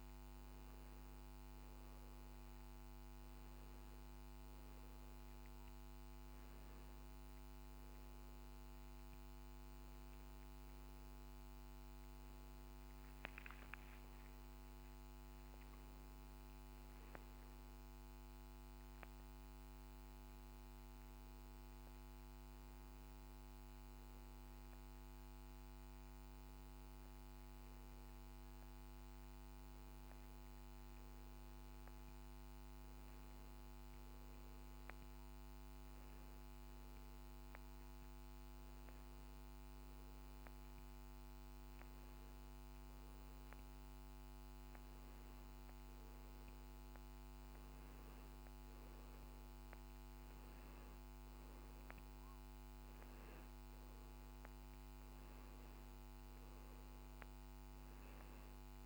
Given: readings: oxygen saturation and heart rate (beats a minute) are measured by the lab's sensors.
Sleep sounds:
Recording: breathing in sleep, hard to hear, by a microphone on the trachea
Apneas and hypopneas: none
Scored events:
none scored
From the record:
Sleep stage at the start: N2 (light sleep)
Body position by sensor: on the back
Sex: male

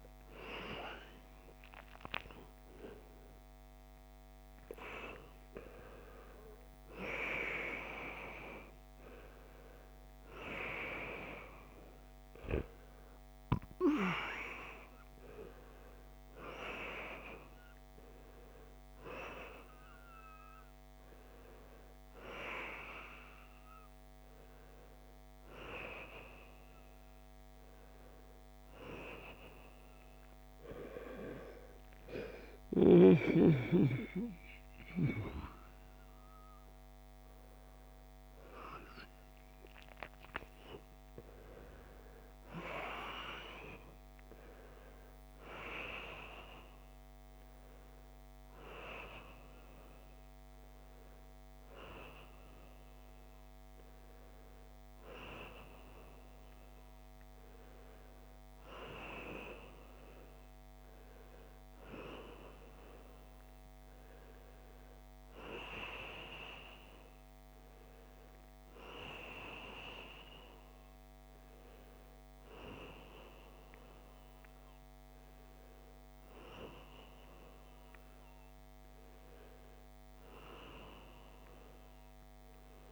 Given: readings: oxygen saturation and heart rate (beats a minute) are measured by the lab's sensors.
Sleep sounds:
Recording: a person partly awake in a sleep study, by a microphone on the trachea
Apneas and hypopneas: none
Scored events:
8.00-10.00 s: long interval between heartbeats (device-marked, heart rate 89 before, 111 extreme)
13.50-15.50 s: long interval between heartbeats (device-marked, heart rate 101 before, 103 extreme)
33.50-82.92 s: new sleep stage, N1 (lightest sleep)
From the record:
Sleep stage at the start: awake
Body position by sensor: on the right side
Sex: male

